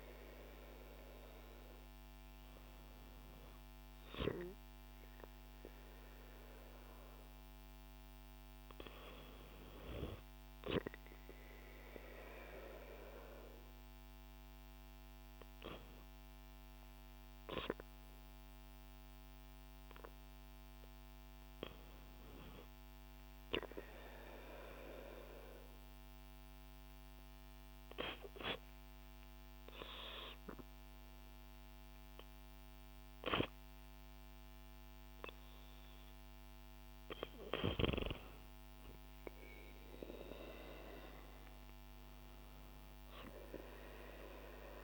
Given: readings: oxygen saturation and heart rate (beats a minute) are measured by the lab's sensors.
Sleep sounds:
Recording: breathing in sleep by a microphone on the trachea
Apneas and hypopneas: none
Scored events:
none scored
From the record:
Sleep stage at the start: N2 (light sleep)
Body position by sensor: on the back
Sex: female

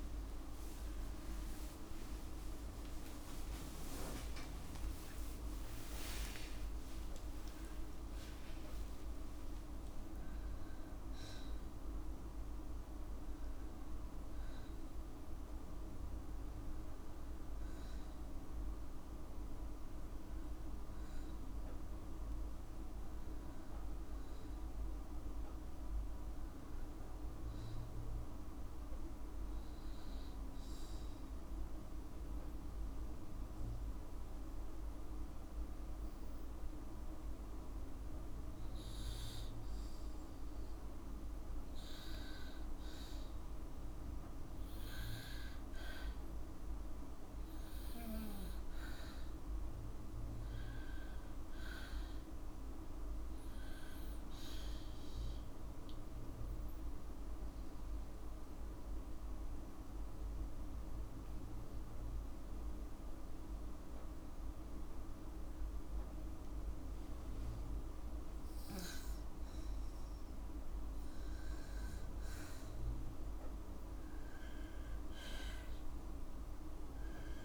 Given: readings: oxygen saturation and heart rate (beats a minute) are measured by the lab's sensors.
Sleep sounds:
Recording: breathing in sleep, hard to hear, by a room microphone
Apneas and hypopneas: 2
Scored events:
0.00-7.00 s: tachycardia (device-marked, heart rate 57 before, 136 extreme)
1.00-6.50 s: arousal
1.50-3.50 s: long interval between heartbeats (device-marked, heart rate 65 before, 79 extreme)
3.50-5.50 s: long interval between heartbeats (device-marked, heart rate 66 before, 110 extreme)
6.00-8.00 s: long interval between heartbeats (device-marked, heart rate 73 before, 128 extreme)
12.00-14.00 s: long interval between heartbeats (device-marked, heart rate 89 before, 75 extreme)
25.50-40.00 s: obstructive apnea (oxygen 98% before, 94% lowest, heart rate 83 before, 55 extreme, up 3 after)
26.00-77.45 s: new sleep stage, N2 (light sleep)
42.00-46.50 s: arousal
56.00-67.00 s: obstructive apnea (oxygen 97% before, 94% lowest, heart rate 57 before, 55 extreme, up 1 after)
73.00-77.00 s: arousal
From the record:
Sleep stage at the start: N1 (lightest sleep)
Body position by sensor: on the left side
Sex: female

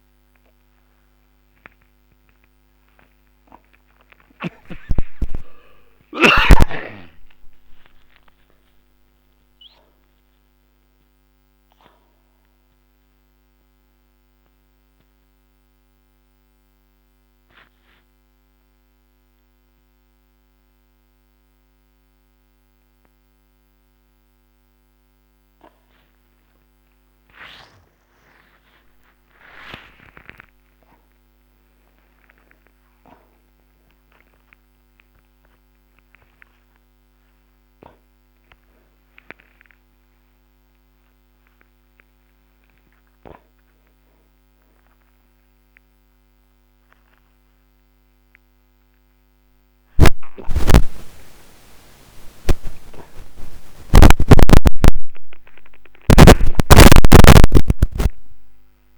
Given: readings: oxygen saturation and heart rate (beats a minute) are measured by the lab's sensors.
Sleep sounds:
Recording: a person partly awake in a sleep study, by a microphone on the trachea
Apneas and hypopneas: 1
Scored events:
0.00-1.00 s: oxygen desaturation (device-marked, oxygen 90% lowest, heart rate 36 extreme)
6.00-10.00 s: arousal
15.00-25.50 s: obstructive apnea (oxygen 95% before, 88% lowest)
18.00-28.00 s: oxygen desaturation (device-marked, oxygen 91% before, 88% lowest)
36.00-58.98 s: new sleep stage, awake
48.00-50.00 s: oxygen desaturation (device-marked, oxygen 97% before, 93% lowest)
From the record:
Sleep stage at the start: N2 (light sleep)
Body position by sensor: upright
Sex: male

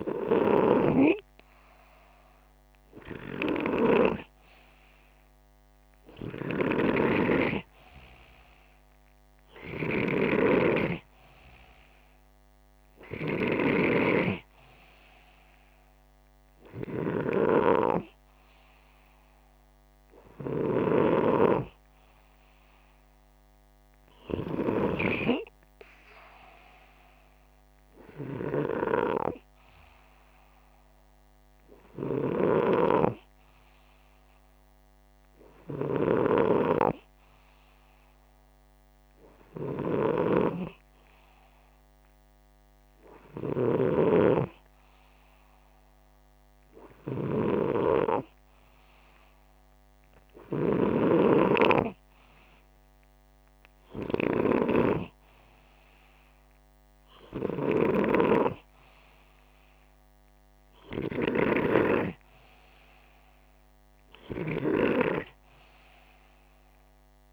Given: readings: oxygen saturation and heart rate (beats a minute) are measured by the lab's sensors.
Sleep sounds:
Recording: breathing in sleep by a microphone on the trachea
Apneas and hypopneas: none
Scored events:
0.00-12.50 s: oxygen desaturation (device-marked, oxygen 94% lowest, heart rate 63 extreme)
9.50-13.50 s: snoring (device-marked)
43.00-51.00 s: snoring (device-marked)
From the record:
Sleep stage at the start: N2 (light sleep)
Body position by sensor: upright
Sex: male

